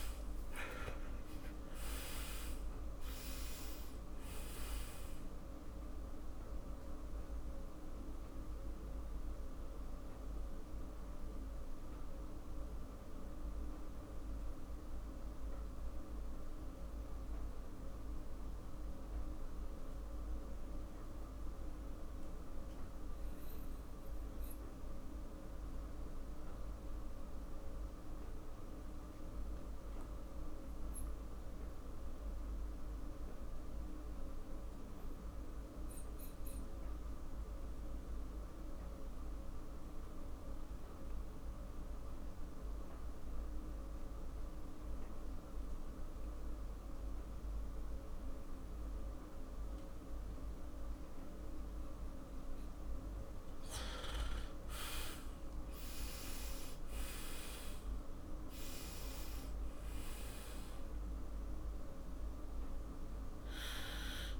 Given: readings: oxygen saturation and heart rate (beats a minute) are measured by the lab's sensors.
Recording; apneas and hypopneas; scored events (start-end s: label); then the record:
breathing in sleep, hard to hear, by a room microphone; 1
0.00-3.00 s: arousal
7.00-53.00 s: mixed apnea (oxygen 98% before, 85% lowest, heart rate 53 before, 45 extreme, up 11 after)
26.00-46.00 s: oxygen desaturation (device-marked, oxygen 96% before, 85% lowest, heart rate 50 before, 45 extreme)
54.50-59.00 s: arousal
From the record:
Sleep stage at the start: REM sleep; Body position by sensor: on the back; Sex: male